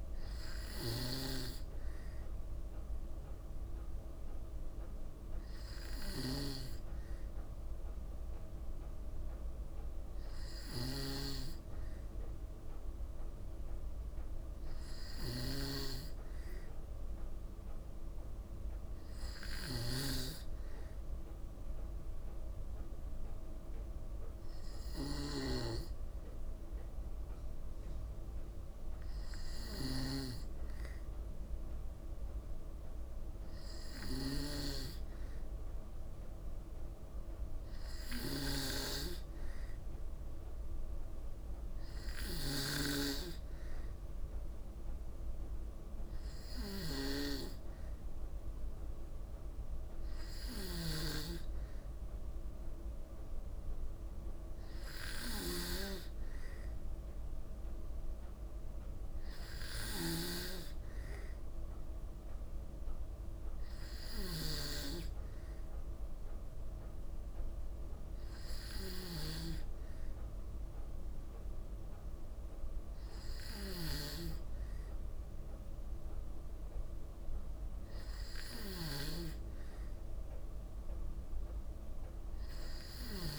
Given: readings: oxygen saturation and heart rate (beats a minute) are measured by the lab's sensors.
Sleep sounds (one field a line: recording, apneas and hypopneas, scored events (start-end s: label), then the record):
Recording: breathing in sleep by a room microphone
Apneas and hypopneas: none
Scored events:
19.00-25.00 s: snoring (device-marked)
50.00-83.39 s: snoring (device-marked)
From the record:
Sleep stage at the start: N2 (light sleep)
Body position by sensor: on the back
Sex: female